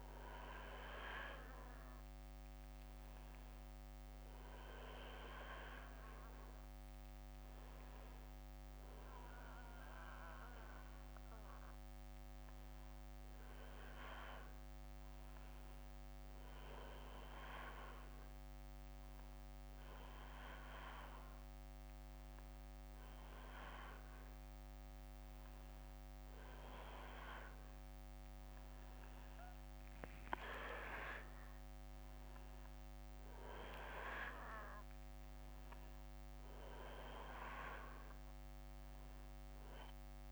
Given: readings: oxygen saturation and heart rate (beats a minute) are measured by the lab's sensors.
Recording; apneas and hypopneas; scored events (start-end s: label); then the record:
a person awake in a sleep study, by a microphone on the trachea; none
none scored
From the record:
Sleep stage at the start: awake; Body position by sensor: on the back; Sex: male